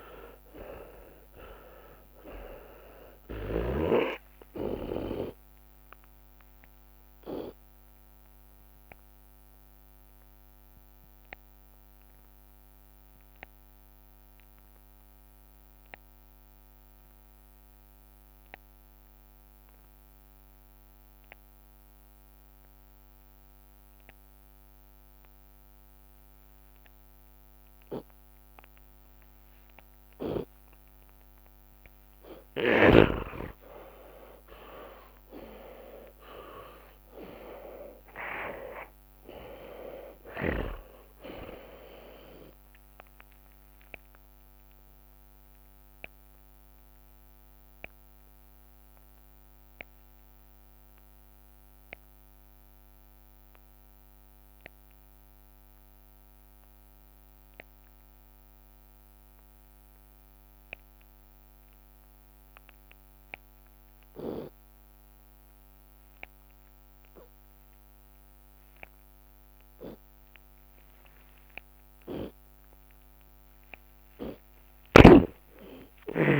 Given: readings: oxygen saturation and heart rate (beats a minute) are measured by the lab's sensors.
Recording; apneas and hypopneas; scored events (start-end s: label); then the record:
breathing in sleep by a microphone on the trachea; 2
0.00-2.00 s: arousal
0.00-2.00 s: tachycardia (device-marked, heart rate 129 extreme)
0.00-4.00 s: snoring (device-marked)
2.50-4.50 s: long interval between heartbeats (device-marked, heart rate 69 before, 129 extreme)
6.00-8.00 s: drop in pulse transit time (device-marked, heart rate 81 before, 87 extreme)
7.50-9.50 s: long interval between heartbeats (device-marked, heart rate 82 before, 87 extreme)
7.50-30.50 s: obstructive apnea (oxygen 98% before, 83% lowest)
10.00-12.00 s: long interval between heartbeats (device-marked, heart rate 85 before, 71 extreme)
14.00-16.00 s: long interval between heartbeats (device-marked, heart rate 88 before, 45 extreme)
20.00-39.00 s: oxygen desaturation (device-marked, oxygen 96% before, 83% lowest)
28.50-30.50 s: long interval between heartbeats (device-marked, heart rate 43 before, 25 extreme)
30.00-34.00 s: tachycardia (device-marked, heart rate 75 before, 112 extreme)
32.00-37.00 s: arousal
33.00-35.00 s: long interval between heartbeats (device-marked, heart rate 42 before, 112 extreme)
36.00-38.00 s: long interval between heartbeats (device-marked, heart rate 52 before, 89 extreme)
37.00 s: drop in pulse transit time (device-marked)
38.50-40.50 s: long interval between heartbeats (device-marked, heart rate 58 before, 88 extreme)
41.00-46.00 s: tachycardia (device-marked, heart rate 75 before, 110 extreme)
41.00-50.00 s: drop in pulse transit time (device-marked, heart rate 63 before, 66 extreme)
43.50-71.00 s: obstructive apnea (oxygen 97% before, 83% lowest)
44.00-46.00 s: long interval between heartbeats (device-marked, heart rate 69 before, 109 extreme)
50.50-52.50 s: long interval between heartbeats (device-marked, heart rate 95 before, 73 extreme)
53.00-55.00 s: long interval between heartbeats (device-marked, heart rate 93 before, 77 extreme)
55.00-60.00 s: tachycardia (device-marked, heart rate 75 before, 116 extreme)
56.00-58.00 s: long interval between heartbeats (device-marked, heart rate 88 before, 85 extreme)
59.00-61.00 s: long interval between heartbeats (device-marked, heart rate 88 before, 105 extreme)
59.00-73.00 s: oxygen desaturation (device-marked, oxygen 96% before, 83% lowest)
61.00-63.00 s: long interval between heartbeats (device-marked, heart rate 91 before, 109 extreme)
64.00-75.00 s: drop in pulse transit time (device-marked, heart rate 95 before, 41 extreme)
64.50-66.50 s: long interval between heartbeats (device-marked, heart rate 95 before, 86 extreme)
67.00-69.00 s: long interval between heartbeats (device-marked, heart rate 90 before, 48 extreme)
70.00-72.00 s: long interval between heartbeats (device-marked, heart rate 81 before, 41 extreme)
72.00-74.00 s: long interval between heartbeats (device-marked, heart rate 78 before, 46 extreme)
74.50-76.40 s: arousal
74.50-76.40 s: snoring (device-marked)
From the record:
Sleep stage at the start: N2 (light sleep); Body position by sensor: on the left side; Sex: male